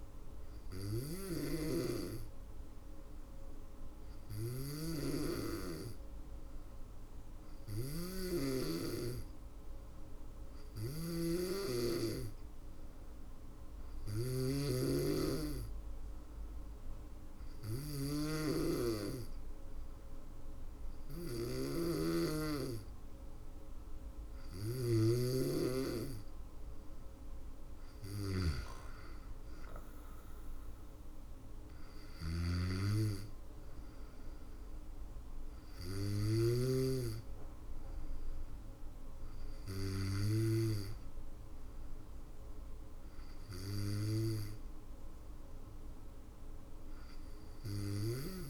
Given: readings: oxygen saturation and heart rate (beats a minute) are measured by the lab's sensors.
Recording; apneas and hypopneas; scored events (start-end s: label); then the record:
breathing in sleep by a room microphone; none
0.00-39.50 s: snoring (device-marked)
17.00-23.00 s: drop in pulse transit time (device-marked, heart rate 58 before, 57 extreme)
47.00-48.50 s: snoring (device-marked)
From the record:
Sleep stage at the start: N2 (light sleep); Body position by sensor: on the back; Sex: female